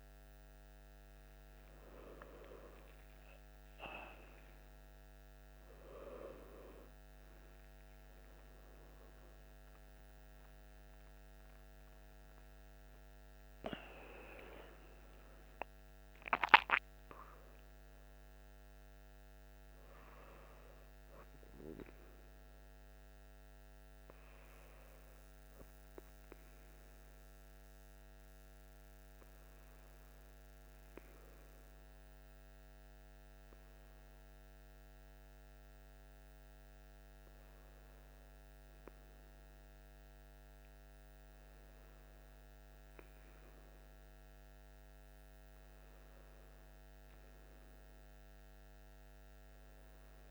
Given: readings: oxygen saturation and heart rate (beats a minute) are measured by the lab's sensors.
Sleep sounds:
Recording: a person awake in a sleep study, by a microphone on the trachea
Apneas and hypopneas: none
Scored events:
none scored
From the record:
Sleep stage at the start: awake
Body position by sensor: on the back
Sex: male

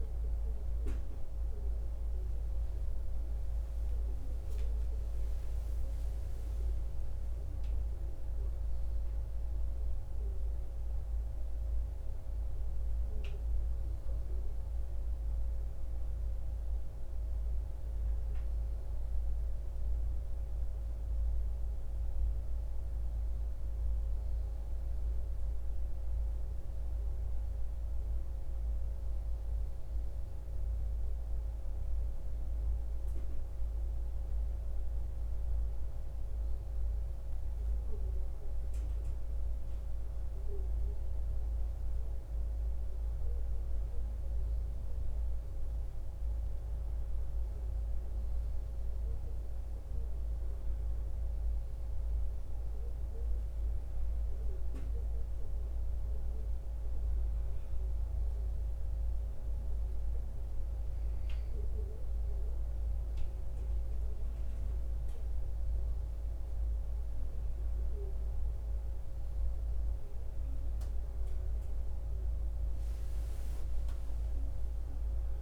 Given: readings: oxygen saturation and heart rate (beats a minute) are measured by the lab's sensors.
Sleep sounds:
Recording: a person partly awake in a sleep study, hard to hear, by a room microphone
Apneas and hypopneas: none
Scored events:
19.00-75.42 s: new sleep stage, N1 (lightest sleep)
From the record:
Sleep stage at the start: awake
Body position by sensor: on the back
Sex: male

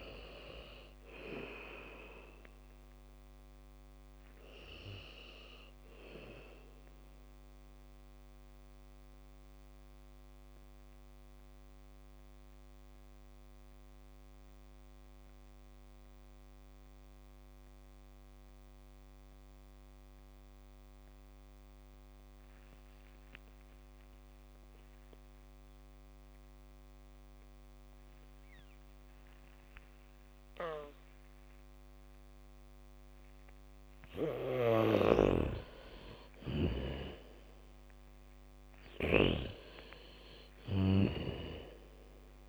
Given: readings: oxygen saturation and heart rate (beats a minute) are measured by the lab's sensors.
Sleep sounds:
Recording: breathing in sleep by a microphone on the trachea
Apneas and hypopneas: 1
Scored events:
0.00-21.00 s: oxygen desaturation (device-marked, oxygen 80% lowest, heart rate 40 extreme)
8.00-33.50 s: mixed apnea (oxygen 98% before, 80% lowest, heart rate 60 before, 42 extreme, up 0 after)
29.00-39.00 s: bradycardia (device-marked, heart rate 70 before, 42 extreme)
34.00-42.49 s: oxygen desaturation (device-marked, oxygen 99% before, 83% lowest, heart rate 70 before, 52 extreme)
37.00-41.50 s: arousal
From the record:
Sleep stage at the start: N2 (light sleep)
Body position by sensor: on the back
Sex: female

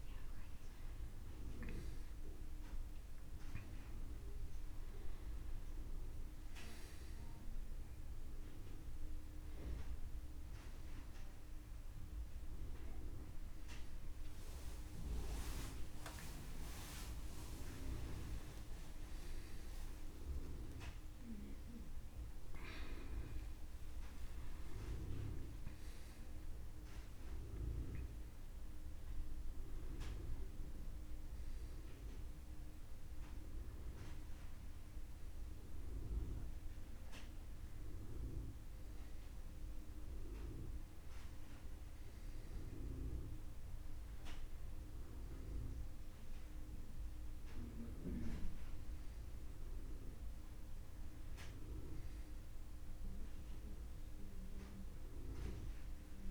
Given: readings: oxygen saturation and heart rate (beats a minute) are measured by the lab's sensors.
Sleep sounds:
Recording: a person partly awake in a sleep study, by a room microphone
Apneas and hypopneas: none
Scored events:
25.50-56.31 s: new sleep stage, N1 (lightest sleep)
From the record:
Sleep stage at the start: awake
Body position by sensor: on the back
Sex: male

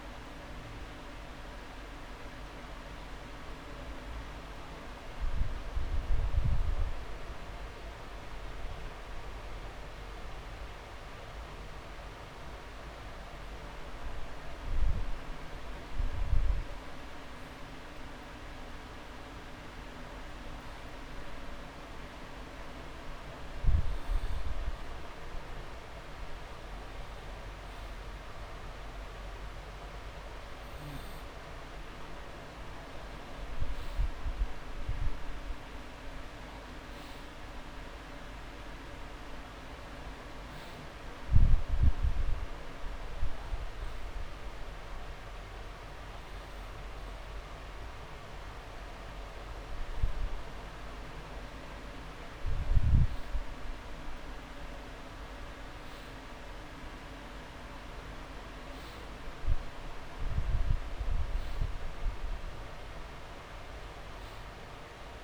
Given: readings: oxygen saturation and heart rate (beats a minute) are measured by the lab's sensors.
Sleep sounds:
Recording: breathing in sleep, hard to hear, by a room microphone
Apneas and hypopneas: none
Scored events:
60.50-62.50 s: long interval between heartbeats (device-marked)
From the record:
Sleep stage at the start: N2 (light sleep)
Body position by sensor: on the back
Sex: male

